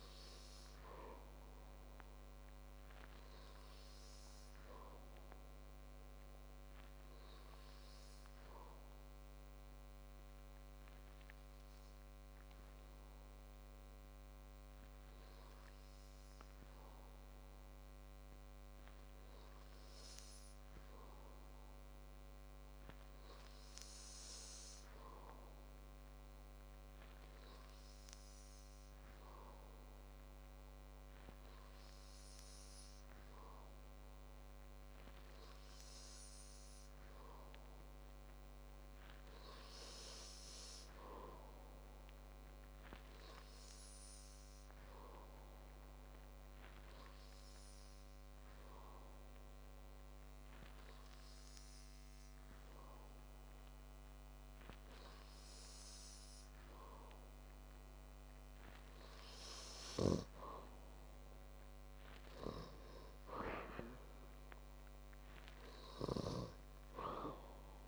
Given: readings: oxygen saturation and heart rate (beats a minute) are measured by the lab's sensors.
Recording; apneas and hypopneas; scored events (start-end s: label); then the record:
breathing in sleep by a microphone on the trachea; 1
8.50-57.50 s: hypopnea (oxygen 96% before, 92% lowest, heart rate 67 before, 52 extreme, up 5 after)
61.50-65.00 s: arousal
From the record:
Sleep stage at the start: N2 (light sleep); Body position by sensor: on the back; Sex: male